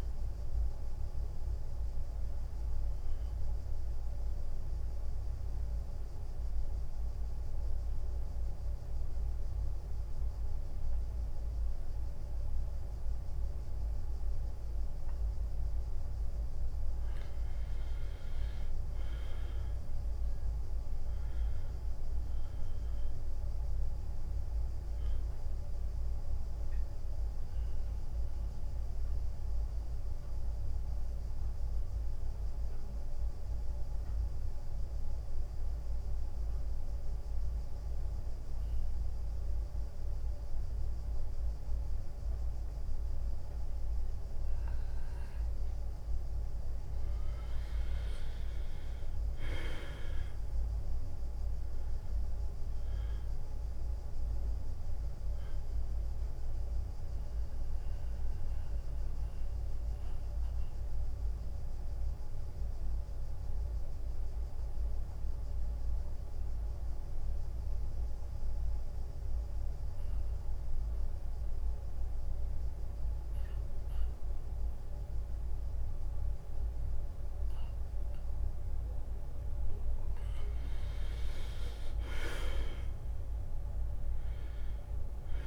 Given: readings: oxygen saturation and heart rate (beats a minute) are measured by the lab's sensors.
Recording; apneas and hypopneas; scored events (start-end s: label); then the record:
breathing in sleep, hard to hear, by a room microphone; 3
4.00-16.50 s: mixed apnea (oxygen 97% before, 90% lowest, heart rate 89 before, 87 extreme, up 1 after)
19.50-30.50 s: drop in pulse transit time (device-marked, heart rate 89 before, 88 extreme)
20.00-24.00 s: arousal
25.50-41.50 s: oxygen desaturation (device-marked, oxygen 97% before, 90% lowest, heart rate 89 before, 83 extreme)
27.00-46.50 s: mixed apnea (oxygen 98% before, 90% lowest, heart rate 88 before, 83 extreme, up 4 after)
48.50-53.00 s: arousal
48.50-61.50 s: drop in pulse transit time (device-marked, heart rate 88 before, 84 extreme)
56.50-81.00 s: obstructive apnea (oxygen 97% before, 89% lowest, heart rate 87 before, 82 extreme, up 8 after)
72.50-76.50 s: oxygen desaturation (device-marked, oxygen 95% before, 90% lowest, heart rate 88 before, 82 extreme)
81.50-85.47 s: new sleep stage, N1 (lightest sleep)
82.00-85.47 s: arousal
83.50-85.47 s: drop in pulse transit time (device-marked, heart rate 86 before, 87 extreme)
From the record:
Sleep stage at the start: N2 (light sleep); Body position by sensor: on the back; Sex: male